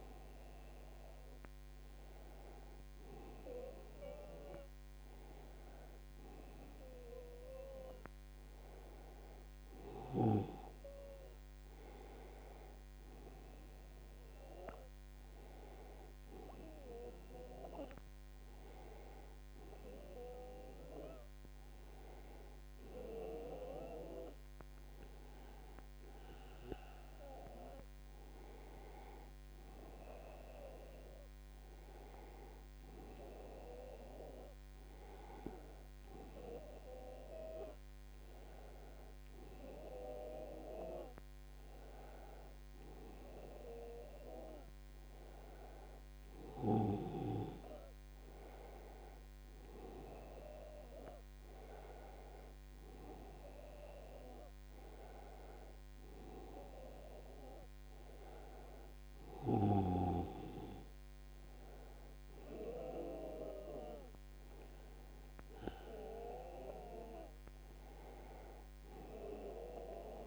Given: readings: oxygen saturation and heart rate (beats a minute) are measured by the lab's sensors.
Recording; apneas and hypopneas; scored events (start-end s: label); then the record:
a person awake in a sleep study, by a microphone on the trachea; none
none scored
From the record:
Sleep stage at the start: awake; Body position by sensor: on the back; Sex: male